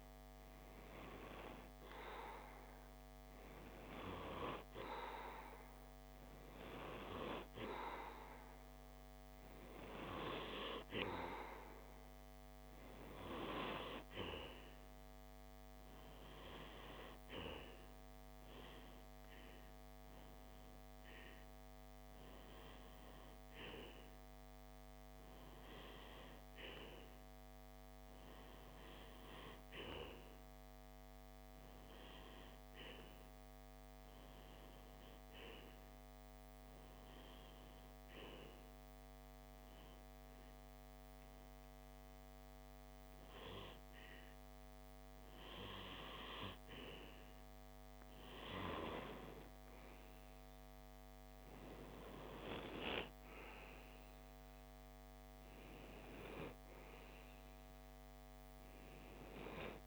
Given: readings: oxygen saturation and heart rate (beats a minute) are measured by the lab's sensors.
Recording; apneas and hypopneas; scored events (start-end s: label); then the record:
breathing in sleep by a microphone on the trachea; 1
23.50-46.00 s: hypopnea (oxygen 97% before, 94% lowest)
49.50-54.50 s: arousal
From the record:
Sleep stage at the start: REM sleep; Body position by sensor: on the left side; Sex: male